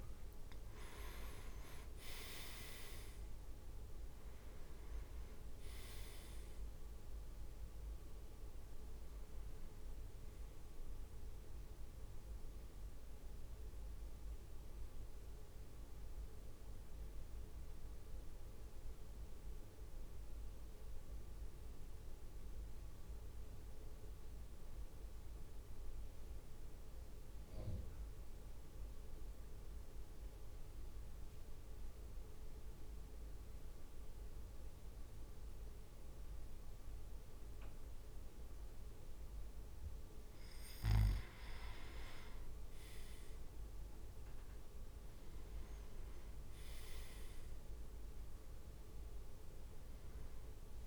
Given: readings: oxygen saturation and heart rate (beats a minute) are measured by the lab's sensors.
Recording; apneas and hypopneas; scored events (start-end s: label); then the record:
breathing in sleep by a room microphone; 1
0.00-10.00 s: oxygen desaturation (device-marked, oxygen 95% lowest, heart rate 53 extreme)
0.00-11.00 s: drop in pulse transit time (device-marked, heart rate 56 extreme)
1.00-2.00 s: leg movement (device-marked)
17.00-25.00 s: oxygen desaturation (device-marked, oxygen 96% before, 92% lowest, heart rate 56 before, 53 extreme)
19.00-39.50 s: central apnea (oxygen 98% before, 92% lowest, heart rate 56 before, 51 extreme, up 5 after)
43.00-44.50 s: leg movement (device-marked)
43.50-48.50 s: arousal
45.00-50.87 s: oxygen desaturation (device-marked, oxygen 100% before, 96% lowest, heart rate 56 before, 51 extreme)
From the record:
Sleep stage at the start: N2 (light sleep); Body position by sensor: on the back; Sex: male